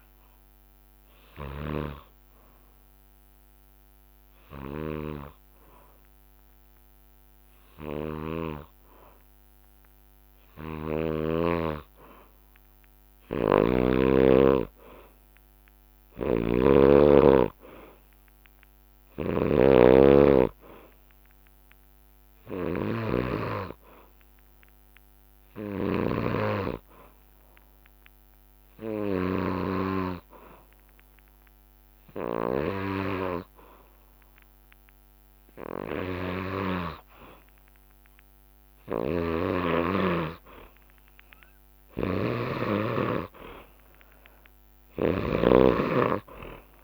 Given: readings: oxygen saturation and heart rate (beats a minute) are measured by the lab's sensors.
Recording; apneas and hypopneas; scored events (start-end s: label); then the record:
breathing in sleep by a microphone on the trachea; 2
0.00-9.50 s: bradycardia (device-marked, heart rate 53 extreme)
0.00-14.50 s: oxygen desaturation (device-marked, oxygen 91% lowest, heart rate 53 extreme)
1.00-3.00 s: long interval between heartbeats (device-marked, heart rate 64 before, 64 extreme)
2.50-13.00 s: obstructive apnea (oxygen 97% before, 91% lowest, heart rate 64 before, 57 extreme, up 17 after)
13.00-29.50 s: snoring (device-marked)
14.50-18.00 s: arousal
24.00-37.00 s: hypopnea (oxygen 97% before, 92% lowest, heart rate 63 before, 58 extreme, up 0 after)
38.50-46.84 s: snoring (device-marked)
39.00-42.50 s: arousal
40.50-42.50 s: bradycardia (device-marked, heart rate 64 before, 60 extreme)
45.50-46.84 s: oxygen desaturation (device-marked, oxygen 96% before, 92% lowest, heart rate 61 before, 58 extreme)
From the record:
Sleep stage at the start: N2 (light sleep); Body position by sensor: on the back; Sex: male